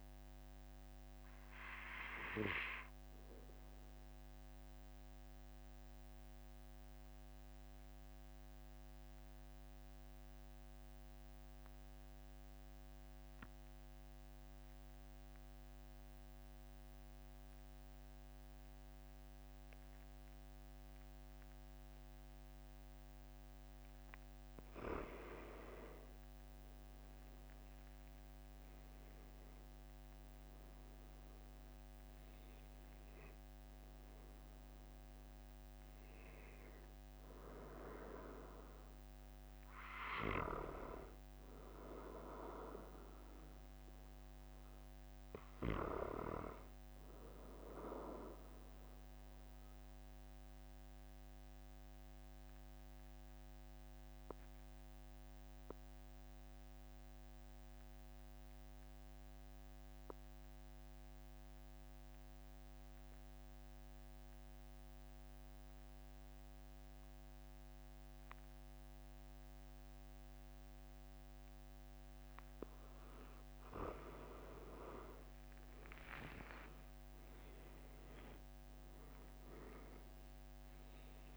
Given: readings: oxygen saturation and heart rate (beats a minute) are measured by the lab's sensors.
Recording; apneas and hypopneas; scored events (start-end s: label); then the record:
breathing in sleep by a microphone on the trachea; 2
1.50-25.00 s: obstructive apnea (oxygen 97% before, 92% lowest, heart rate 47 before, 42 extreme, up 3 after)
27.50-32.00 s: arousal
31.50-57.50 s: oxygen desaturation (device-marked, oxygen 97% before, 92% lowest, heart rate 45 before, 43 extreme)
49.00-73.50 s: mixed apnea (oxygen 97% before, 92% lowest, heart rate 46 before, 43 extreme, up 6 after)
75.50-79.50 s: arousal
78.50-81.37 s: oxygen desaturation (device-marked, oxygen 97% before, 92% lowest, heart rate 45 before, 38 extreme)
From the record:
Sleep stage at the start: N2 (light sleep); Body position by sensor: on the back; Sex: male